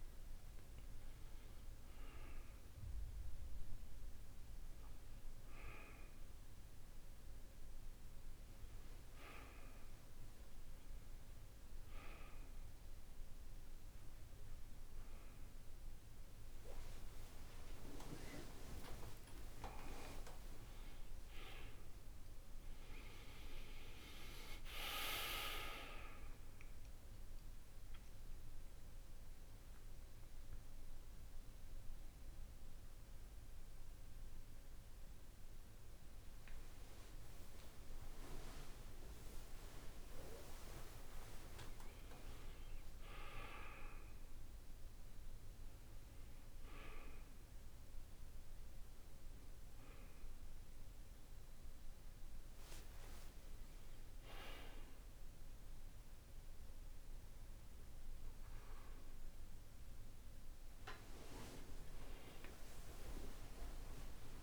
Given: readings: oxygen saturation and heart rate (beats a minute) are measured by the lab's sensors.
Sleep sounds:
a person awake in a sleep study, by a room microphone; none
none scored
From the record:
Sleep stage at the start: awake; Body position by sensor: on the back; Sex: male

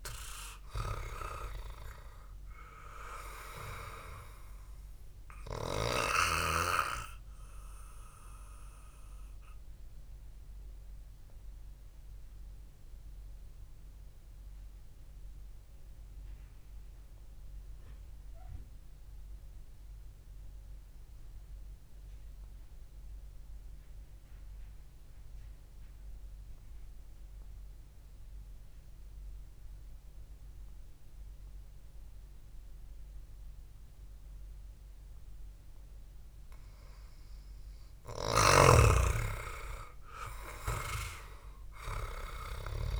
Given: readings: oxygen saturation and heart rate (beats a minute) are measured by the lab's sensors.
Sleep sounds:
breathing in sleep by a room microphone; 1
0.00-1.50 s: arousal
0.00-26.00 s: oxygen desaturation (device-marked, oxygen 91% lowest, heart rate 57 extreme)
9.00-37.00 s: mixed apnea (oxygen 99% before, 91% lowest, heart rate 66 before, 57 extreme, up 2 after)
10.00-12.00 s: long interval between heartbeats (device-marked, heart rate 66 before, 66 extreme)
13.00-43.00 s: new sleep stage, REM sleep
38.00-43.00 s: oxygen desaturation (device-marked, oxygen 98% before, 91% lowest, heart rate 68 before, 60 extreme)
39.00-43.00 s: arousal
From the record:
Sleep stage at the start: N2 (light sleep); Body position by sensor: on the back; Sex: male

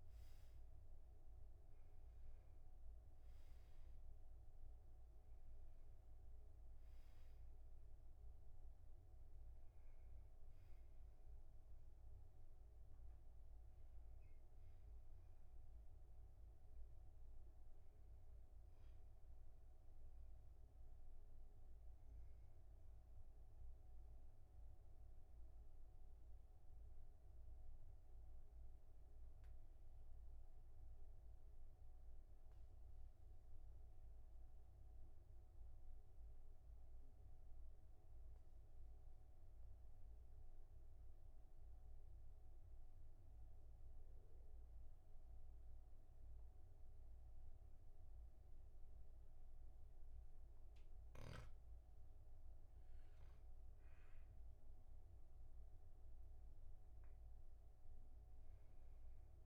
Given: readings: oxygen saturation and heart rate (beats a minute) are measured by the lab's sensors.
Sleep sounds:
breathing in sleep, hard to hear, by a room microphone; 1
11.50-30.50 s: oxygen desaturation (device-marked, oxygen 97% before, 93% lowest, heart rate 44 before, 38 extreme)
21.00-52.50 s: obstructive apnea (oxygen 98% before, 93% lowest, heart rate 46 before, 38 extreme, up 7 after)
53.50-57.50 s: arousal
From the record:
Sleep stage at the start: N2 (light sleep); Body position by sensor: on the back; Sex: male

